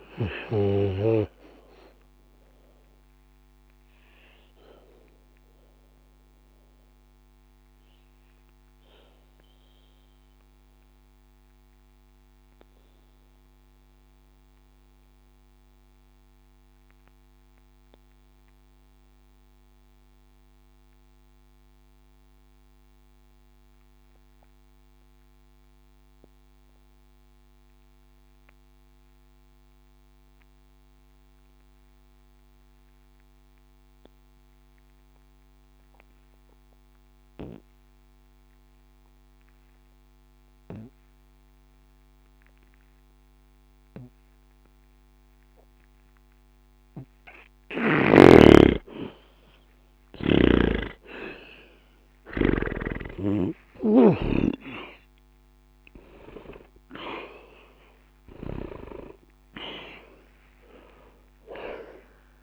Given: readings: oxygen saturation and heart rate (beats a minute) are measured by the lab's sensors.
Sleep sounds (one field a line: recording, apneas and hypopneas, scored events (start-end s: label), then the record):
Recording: breathing in sleep by a microphone on the trachea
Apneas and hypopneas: 1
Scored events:
0.00-26.00 s: oxygen desaturation (device-marked, oxygen 77% lowest, heart rate 60 extreme)
1.50-46.50 s: obstructive apnea (oxygen 97% before, 76% lowest, heart rate 60 before, 60 extreme, up 0 after)
41.00-62.43 s: oxygen desaturation (device-marked, oxygen 99% before, 86% lowest, heart rate 60 before, 60 extreme)
48.50-52.50 s: arousal
50.00-54.50 s: snoring (device-marked)
From the record:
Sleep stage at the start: N2 (light sleep)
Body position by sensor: on the back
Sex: male